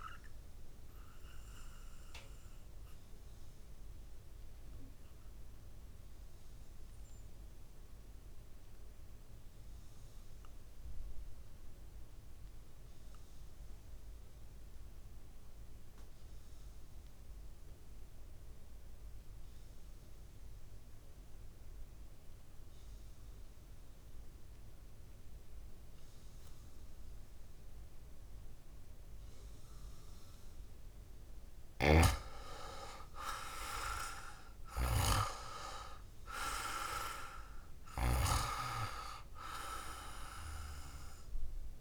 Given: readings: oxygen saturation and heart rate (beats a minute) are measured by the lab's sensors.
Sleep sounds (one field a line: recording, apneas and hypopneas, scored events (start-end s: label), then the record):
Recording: breathing in sleep by a room microphone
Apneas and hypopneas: 1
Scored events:
0.00-17.00 s: oxygen desaturation (device-marked, oxygen 90% lowest, heart rate 55 extreme)
2.00-31.50 s: obstructive apnea (oxygen 100% before, 88% lowest, heart rate 66 before, 56 extreme, up 5 after)
30.00-41.81 s: oxygen desaturation (device-marked, oxygen 100% before, 88% lowest, heart rate 62 before, 55 extreme)
33.50-37.50 s: arousal
From the record:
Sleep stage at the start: REM sleep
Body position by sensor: on the back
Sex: male